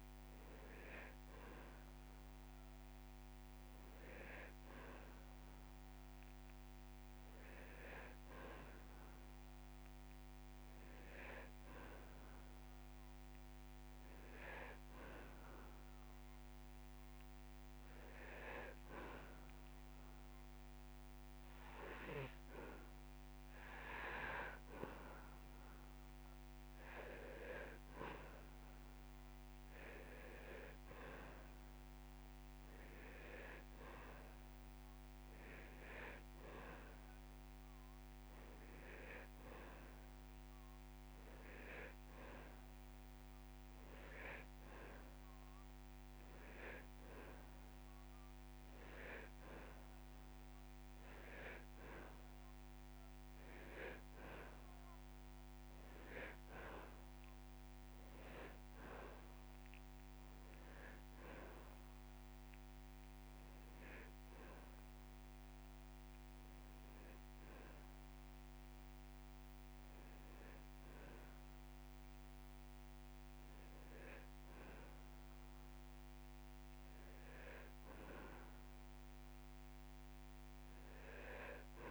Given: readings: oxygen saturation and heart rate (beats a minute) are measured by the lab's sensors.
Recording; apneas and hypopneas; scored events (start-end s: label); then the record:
breathing in sleep by a microphone on the trachea; none
29.00-31.00 s: long interval between heartbeats (device-marked)
From the record:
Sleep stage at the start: N2 (light sleep); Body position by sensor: on the back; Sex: male